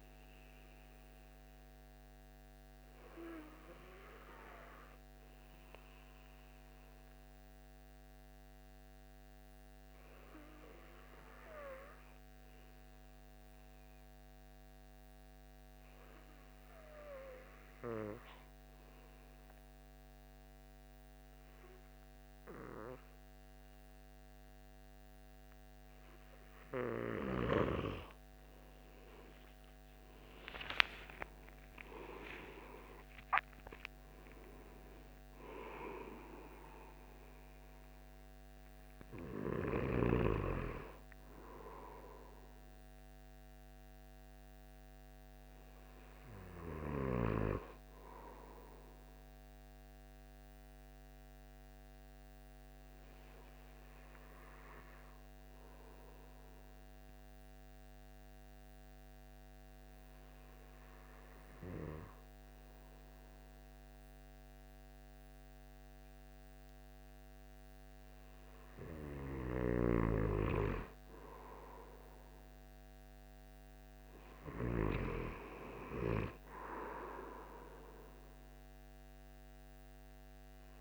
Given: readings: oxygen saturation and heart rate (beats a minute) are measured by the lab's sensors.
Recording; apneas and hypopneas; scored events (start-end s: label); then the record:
breathing in sleep by a microphone on the trachea; 2
0.00-4.50 s: oxygen desaturation (device-marked, oxygen 93% lowest, heart rate 27 extreme)
3.00-26.50 s: obstructive apnea (oxygen 98% before, 92% lowest, heart rate 77 before, 50 extreme, up 43 after)
30.00-35.00 s: arousal
30.50-54.50 s: oxygen desaturation (device-marked, oxygen 96% before, 92% lowest, heart rate 64 before, 66 extreme)
49.00-68.50 s: obstructive apnea (oxygen 97% before, 94% lowest, heart rate 80 before, 64 extreme, up 5 after)
71.50-75.00 s: arousal
From the record:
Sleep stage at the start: N2 (light sleep); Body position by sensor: on the back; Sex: male